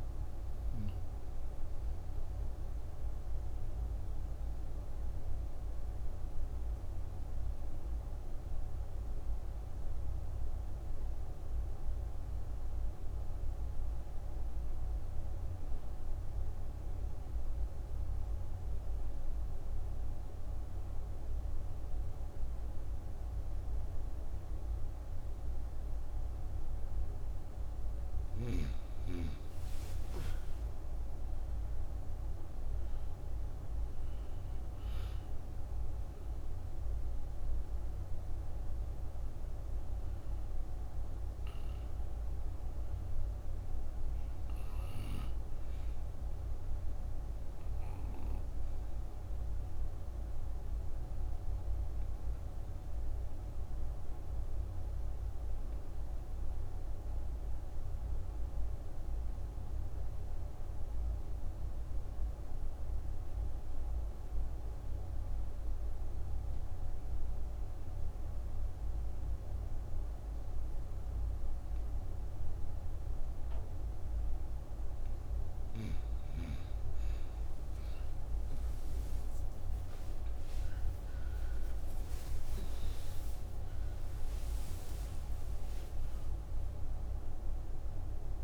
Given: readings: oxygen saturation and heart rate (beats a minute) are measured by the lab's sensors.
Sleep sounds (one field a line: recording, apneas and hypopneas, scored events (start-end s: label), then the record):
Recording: breathing in sleep, hard to hear, by a room microphone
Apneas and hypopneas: 2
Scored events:
0.00-15.50 s: oxygen desaturation (device-marked, oxygen 91% lowest)
2.00-28.00 s: obstructive apnea (oxygen 98% before, 88% lowest)
27.50-59.50 s: oxygen desaturation (device-marked, oxygen 99% before, 88% lowest)
29.00-34.50 s: arousal
48.00-75.50 s: obstructive apnea (oxygen 99% before, 88% lowest)
73.50-88.44 s: oxygen desaturation (device-marked, oxygen 98% before, 89% lowest)
78.50-86.00 s: arousal
From the record:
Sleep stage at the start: N2 (light sleep)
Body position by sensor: on the right side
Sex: female